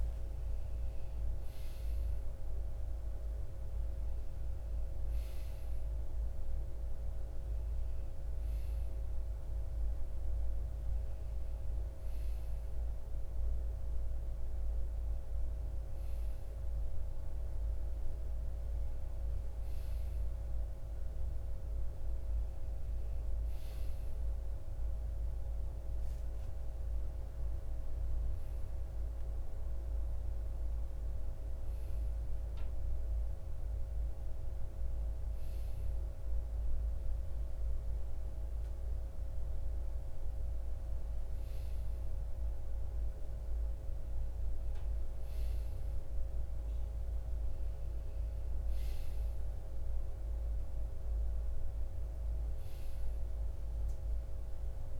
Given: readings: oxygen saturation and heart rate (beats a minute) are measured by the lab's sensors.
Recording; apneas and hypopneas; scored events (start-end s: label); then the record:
breathing in sleep, hard to hear, by a room microphone; none
45.50-55.00 s: new sleep stage, REM sleep
From the record:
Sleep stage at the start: N2 (light sleep); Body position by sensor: on the right side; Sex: male